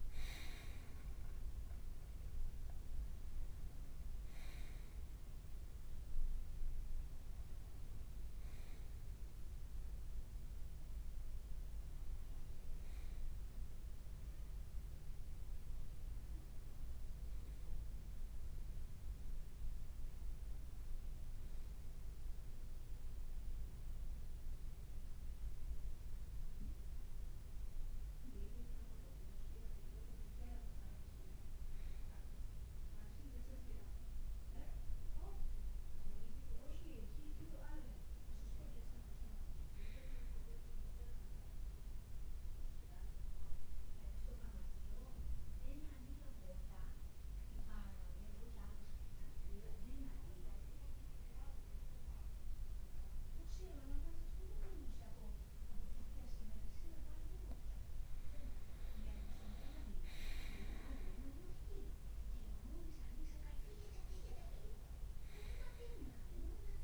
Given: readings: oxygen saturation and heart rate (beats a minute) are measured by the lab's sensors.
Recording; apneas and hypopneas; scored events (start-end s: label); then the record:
breathing in sleep by a room microphone; 1
0.00-7.00 s: leg movement (device-marked)
0.00-14.00 s: oxygen desaturation (device-marked, oxygen 94% lowest, heart rate 53 extreme)
27.00-30.50 s: arousal
33.00-37.50 s: leg movement (device-marked)
41.00-56.00 s: obstructive apnea (oxygen 98% before, 92% lowest, heart rate 56 before, 53 extreme, up 3 after)
57.00-66.84 s: oxygen desaturation (device-marked, oxygen 96% before, 93% lowest, heart rate 53 before, 54 extreme)
57.50-61.50 s: arousal
From the record:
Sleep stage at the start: N2 (light sleep); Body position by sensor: on the right side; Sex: male